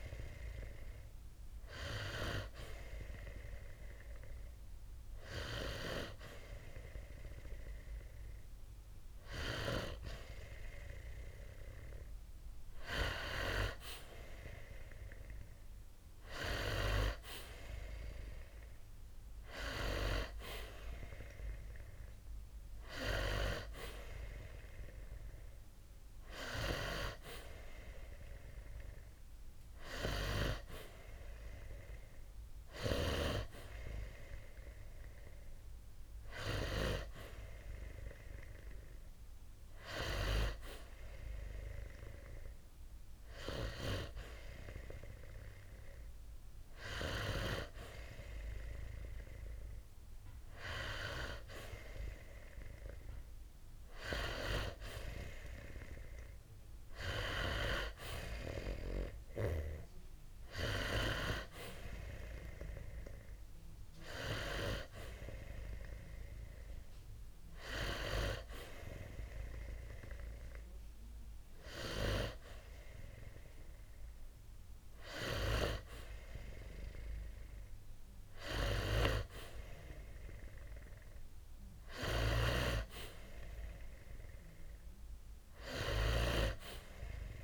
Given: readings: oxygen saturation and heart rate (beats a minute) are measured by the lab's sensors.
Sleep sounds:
breathing in sleep by a room microphone; none
none scored
From the record:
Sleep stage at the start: N2 (light sleep); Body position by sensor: on the back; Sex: male

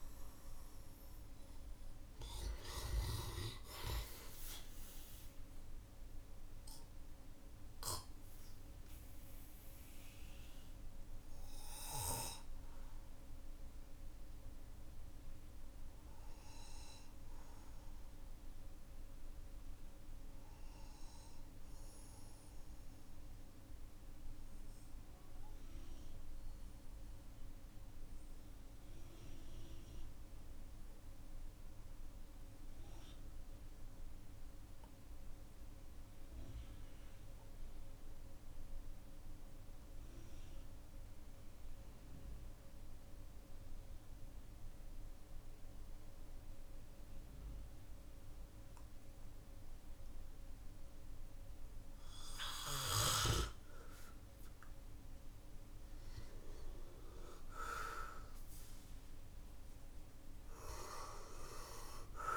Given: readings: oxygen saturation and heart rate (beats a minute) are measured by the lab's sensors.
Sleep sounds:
breathing in sleep by a room microphone; 1
0.00-2.50 s: snoring (device-marked)
0.00-33.00 s: oxygen desaturation (device-marked, oxygen 93% lowest, heart rate 46 extreme)
8.00-53.50 s: obstructive apnea (oxygen 99% before, 92% lowest, heart rate 50 before, 47 extreme, up 15 after)
56.00-62.00 s: arousal
From the record:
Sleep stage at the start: N2 (light sleep); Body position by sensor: on the back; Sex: male

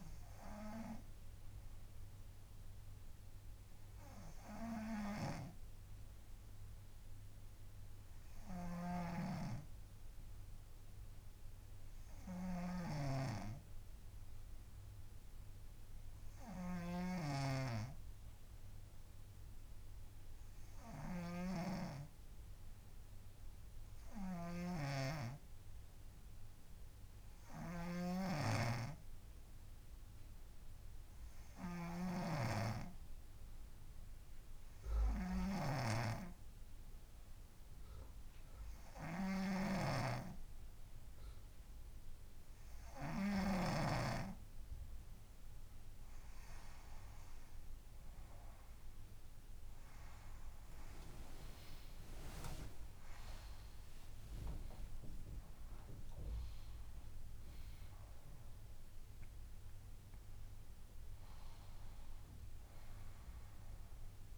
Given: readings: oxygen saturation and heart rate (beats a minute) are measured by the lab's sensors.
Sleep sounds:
breathing in sleep by a room microphone; 1
4.00-44.50 s: hypopnea (oxygen 97% before, 93% lowest, heart rate 67 before, 69 extreme, up 5 after)
9.00-44.00 s: snoring (device-marked)
53.50-59.00 s: arousal
From the record:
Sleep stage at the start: N2 (light sleep); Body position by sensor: on the right side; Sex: female

